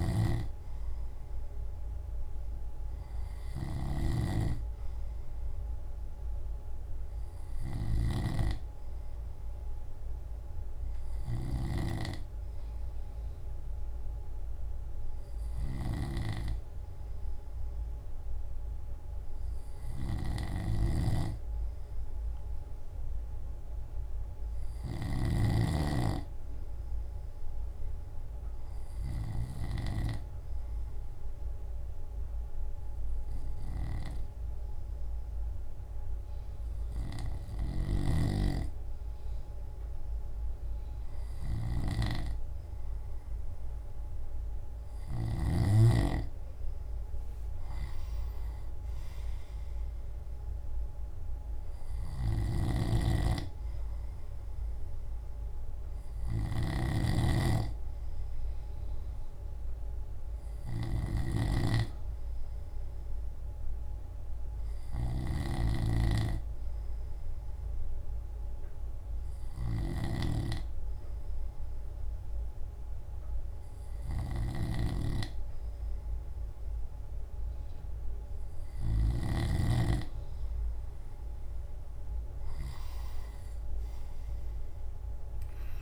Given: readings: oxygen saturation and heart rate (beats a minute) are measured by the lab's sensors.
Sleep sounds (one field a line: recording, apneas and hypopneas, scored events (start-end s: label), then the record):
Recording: breathing in sleep by a room microphone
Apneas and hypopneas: none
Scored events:
0.00-6.00 s: drop in pulse transit time (device-marked, heart rate 58 extreme)
81.50-85.50 s: arousal
82.00-85.82 s: drop in pulse transit time (device-marked, heart rate 58 before, 55 extreme)
From the record:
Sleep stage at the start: N2 (light sleep)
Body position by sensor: on the left side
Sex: male